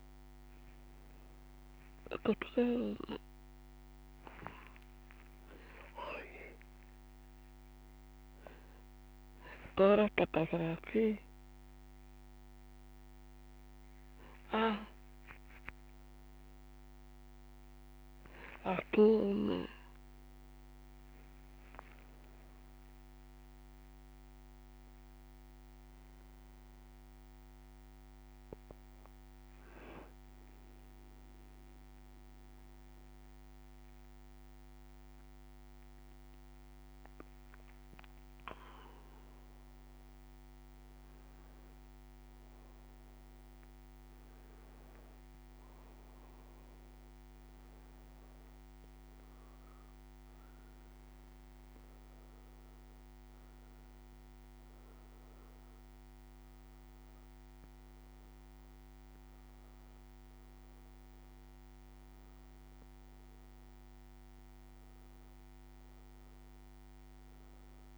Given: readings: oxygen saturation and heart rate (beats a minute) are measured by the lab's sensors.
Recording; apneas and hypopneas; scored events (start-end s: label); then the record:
a person awake in a sleep study, by a microphone on the trachea; none
54.00-67.98 s: new sleep stage, N1 (lightest sleep)
From the record:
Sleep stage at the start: awake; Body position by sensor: on the back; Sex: female